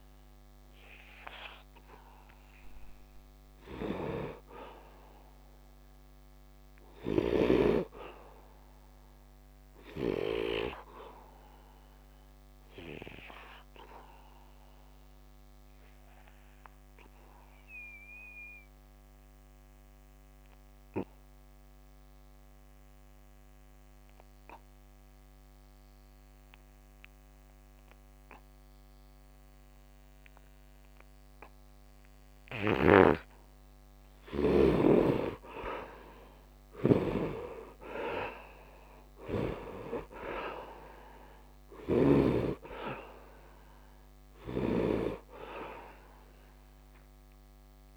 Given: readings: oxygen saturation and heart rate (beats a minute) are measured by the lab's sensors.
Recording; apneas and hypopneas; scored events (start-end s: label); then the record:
breathing in sleep by a microphone on the trachea; 1
0.00-5.00 s: oxygen desaturation (device-marked, oxygen 78% lowest, heart rate 69 extreme)
2.50-7.50 s: snoring (device-marked)
13.00-33.50 s: obstructive apnea (oxygen 100% before, 67% lowest, heart rate 77 before, 69 extreme, up 32 after)
14.00-21.00 s: oxygen desaturation (device-marked, oxygen 95% before, 91% lowest, heart rate 77 before, 69 extreme)
26.00-47.96 s: oxygen desaturation (device-marked, oxygen 93% before, 67% lowest, heart rate 73 before, 68 extreme)
32.50-42.00 s: snoring (device-marked)
35.50-39.50 s: arousal
From the record:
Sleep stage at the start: N2 (light sleep); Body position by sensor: on the back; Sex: male